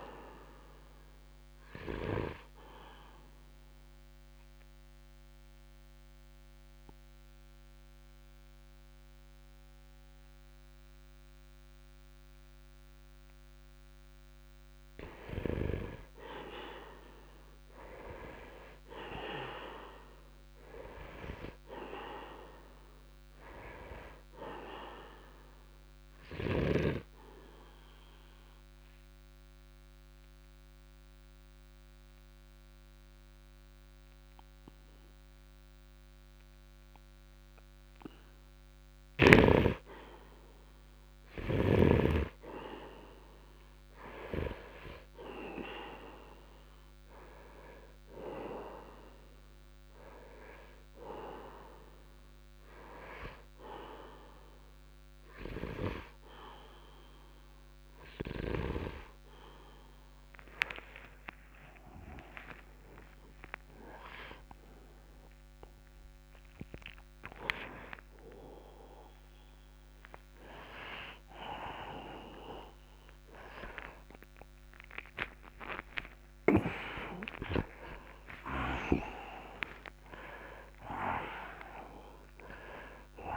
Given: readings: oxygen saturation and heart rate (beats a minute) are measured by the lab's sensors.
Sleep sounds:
breathing in sleep by a microphone on the trachea; 3
0.00-13.50 s: oxygen desaturation (device-marked, oxygen 89% lowest, heart rate 62 extreme)
2.50-14.00 s: obstructive apnea (oxygen 95% before, 84% lowest, heart rate 66 before, 62 extreme)
16.00-20.00 s: arousal
22.50-43.50 s: oxygen desaturation (device-marked, oxygen 97% before, 84% lowest, heart rate 66 before, 64 extreme)
26.00-38.00 s: obstructive apnea (oxygen 97% before, 84% lowest, heart rate 65 before, 64 extreme, up 2 after)
40.00-44.00 s: arousal
41.50-71.50 s: new sleep stage, N1 (lightest sleep)
50.50-61.50 s: hypopnea (oxygen 98% before, 90% lowest, heart rate 67 before, 67 extreme, up 16 after)
56.50-71.50 s: oxygen desaturation (device-marked, oxygen 98% before, 90% lowest, heart rate 66 before, 70 extreme)
67.00-69.00 s: long interval between heartbeats (device-marked, heart rate 67 before, 81 extreme)
71.50-83.37 s: new sleep stage, awake
73.50-75.50 s: long interval between heartbeats (device-marked, heart rate 73 before, 87 extreme)
77.00-79.00 s: long interval between heartbeats (device-marked, heart rate 80 before, 145 extreme)
From the record:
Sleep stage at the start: N2 (light sleep); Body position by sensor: upright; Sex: male

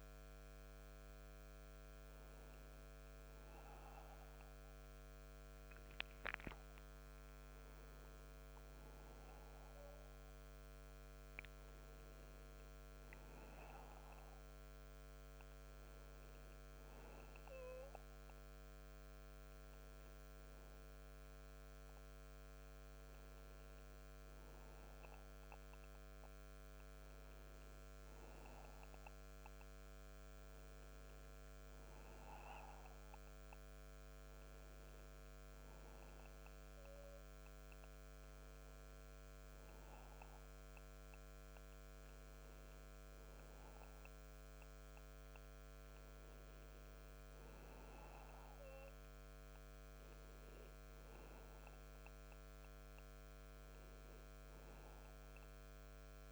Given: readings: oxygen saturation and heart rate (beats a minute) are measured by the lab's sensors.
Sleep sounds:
breathing in sleep, hard to hear, by a microphone on the trachea; none
none scored
From the record:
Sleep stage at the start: N2 (light sleep); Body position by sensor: on the back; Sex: male

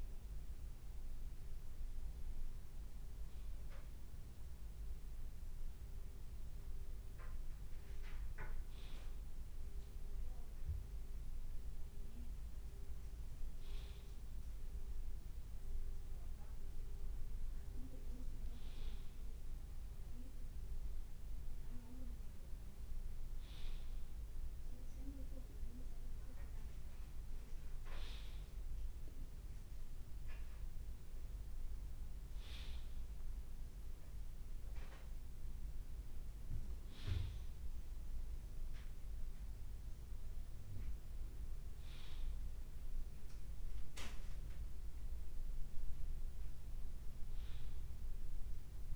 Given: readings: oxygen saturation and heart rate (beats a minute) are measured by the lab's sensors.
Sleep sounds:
a person awake in a sleep study, by a room microphone; none
none scored
From the record:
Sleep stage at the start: awake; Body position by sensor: on the right side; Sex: male

